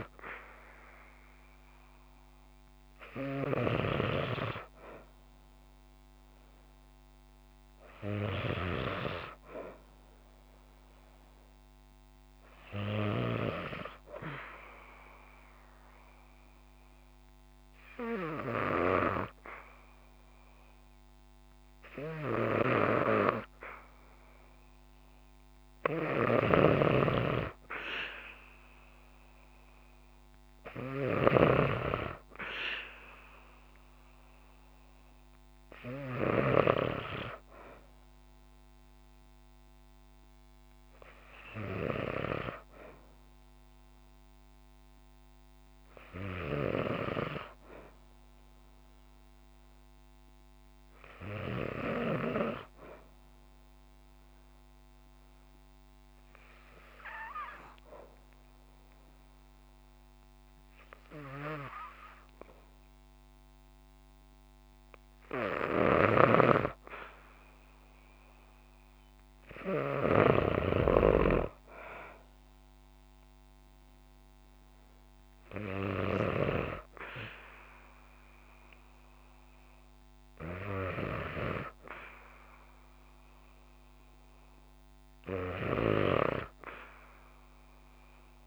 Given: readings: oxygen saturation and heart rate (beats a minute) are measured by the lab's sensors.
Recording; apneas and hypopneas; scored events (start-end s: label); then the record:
breathing in sleep by a microphone on the trachea; 2
14.00-25.00 s: obstructive apnea (oxygen 96% before, 93% lowest, heart rate 64 before, 62 extreme, up 2 after)
25.50-36.00 s: snoring (device-marked)
27.50-30.50 s: arousal
53.00-64.00 s: obstructive apnea (oxygen 96% before, 93% lowest, heart rate 63 before, 63 extreme, up 1 after)
64.50-68.50 s: arousal
65.00-70.00 s: snoring (device-marked)
69.50-88.46 s: oxygen desaturation (device-marked, oxygen 96% before, 93% lowest, heart rate 64 before, 62 extreme)
From the record:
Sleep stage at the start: N2 (light sleep); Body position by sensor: on the back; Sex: female